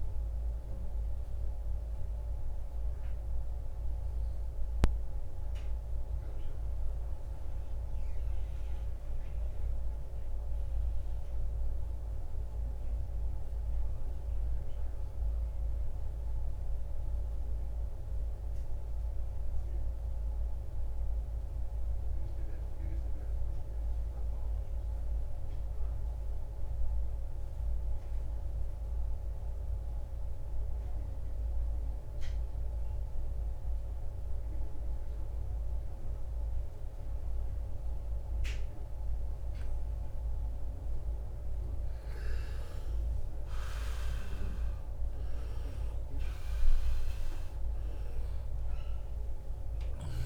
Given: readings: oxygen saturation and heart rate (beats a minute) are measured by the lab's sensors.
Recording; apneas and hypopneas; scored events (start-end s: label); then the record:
breathing in sleep, hard to hear, by a room microphone; 1
0.00-33.00 s: oxygen desaturation (device-marked, oxygen 83% lowest, heart rate 41 extreme)
5.50-40.00 s: obstructive apnea (oxygen 97% before, 81% lowest, heart rate 76 before, 41 extreme, up 26 after)
41.50-47.50 s: arousal
From the record:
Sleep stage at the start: REM sleep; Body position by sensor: on the right side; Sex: male